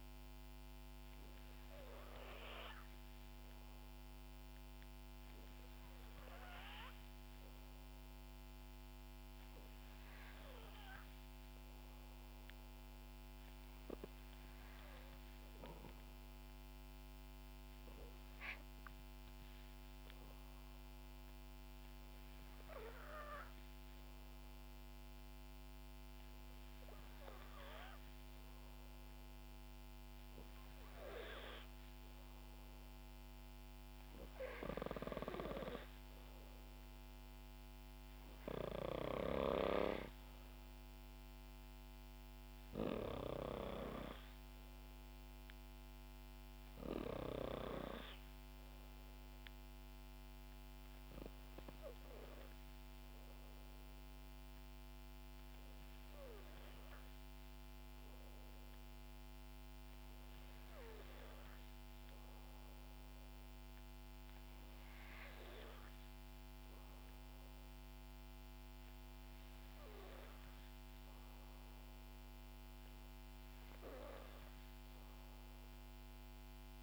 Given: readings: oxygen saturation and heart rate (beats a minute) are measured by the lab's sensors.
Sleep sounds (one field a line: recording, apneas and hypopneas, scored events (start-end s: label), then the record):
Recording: breathing in sleep by a microphone on the trachea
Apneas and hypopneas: none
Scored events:
38.50-47.00 s: snoring (device-marked)
From the record:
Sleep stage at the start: N2 (light sleep)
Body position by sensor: on the back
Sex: female